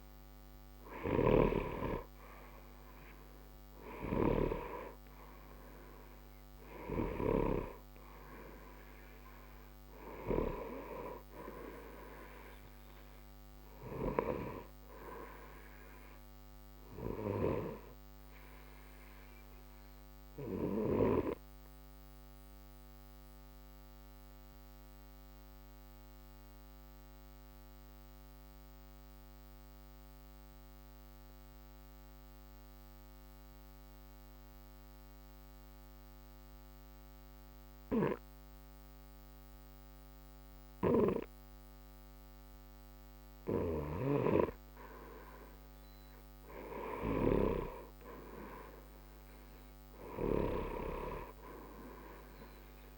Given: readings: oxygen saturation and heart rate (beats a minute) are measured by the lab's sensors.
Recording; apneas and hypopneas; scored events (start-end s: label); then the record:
breathing in sleep by a microphone on the trachea; 1
0.00-24.00 s: oxygen desaturation (device-marked, oxygen 89% lowest, heart rate 60 extreme)
19.00-43.50 s: obstructive apnea (oxygen 92% before, 91% lowest, heart rate 60 before, 60 extreme, up 0 after)
46.00-50.00 s: arousal
From the record:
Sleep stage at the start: N2 (light sleep); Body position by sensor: on the right side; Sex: male